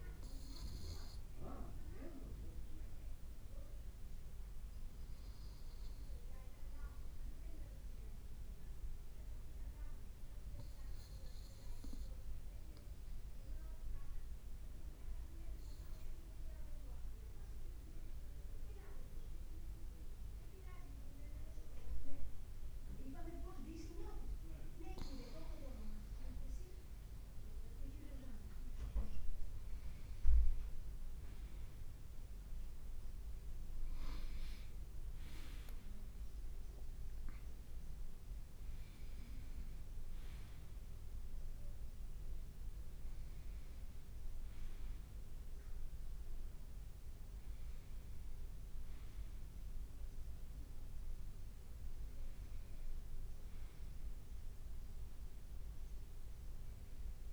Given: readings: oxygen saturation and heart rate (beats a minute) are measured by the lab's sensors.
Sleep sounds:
breathing in sleep by a room microphone; 1
8.00-23.00 s: obstructive apnea (oxygen 97% before, 95% lowest, heart rate 56 before, 53 extreme, up 3 after)
21.00-23.00 s: long interval between heartbeats (device-marked, heart rate 55 before, 57 extreme)
25.50-29.50 s: arousal
27.50-29.50 s: leg movement (device-marked)
42.50-47.50 s: leg movement (device-marked)
From the record:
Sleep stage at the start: N2 (light sleep); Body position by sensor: on the right side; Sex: male

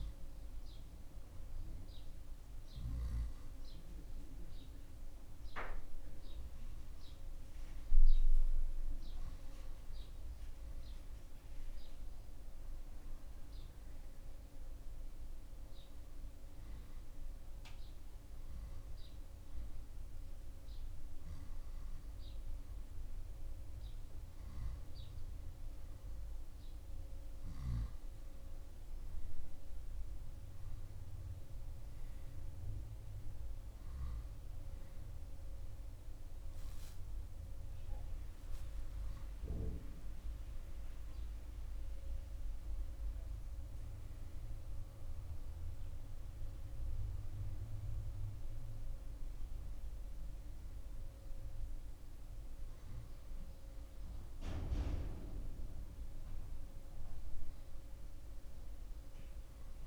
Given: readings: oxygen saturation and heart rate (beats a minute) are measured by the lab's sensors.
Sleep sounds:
breathing in sleep, hard to hear, by a room microphone; 1
16.00-26.50 s: hypopnea (oxygen 94% before, 91% lowest)
23.50-59.87 s: new sleep stage, N2 (light sleep)
34.50-40.00 s: arousal
From the record:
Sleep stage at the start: N1 (lightest sleep); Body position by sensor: on the back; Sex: male

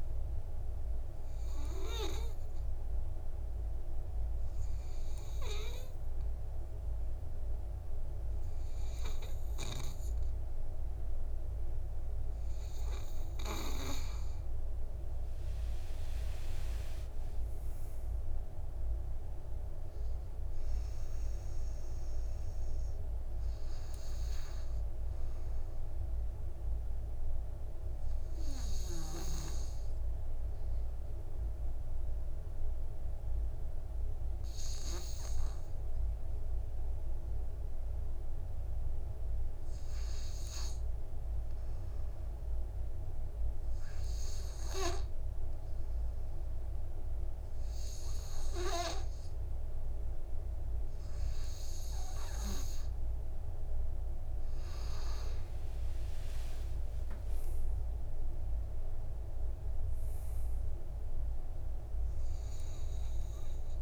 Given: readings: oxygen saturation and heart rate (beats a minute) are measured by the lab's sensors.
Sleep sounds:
breathing in sleep by a room microphone; 2
0.50-13.50 s: obstructive apnea (oxygen 99% before, 93% lowest, heart rate 54 before, 48 extreme, up 14 after)
15.50-19.50 s: arousal
26.50-52.00 s: obstructive apnea (oxygen 98% before, 93% lowest, heart rate 59 before, 49 extreme, up 36 after)
52.50-63.81 s: oxygen desaturation (device-marked, oxygen 98% before, 93% lowest, heart rate 52 before, 49 extreme)
55.50-59.50 s: arousal
57.00-59.00 s: long interval between heartbeats (device-marked, heart rate 54 before, 78 extreme)
From the record:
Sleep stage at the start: N2 (light sleep); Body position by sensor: on the back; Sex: male

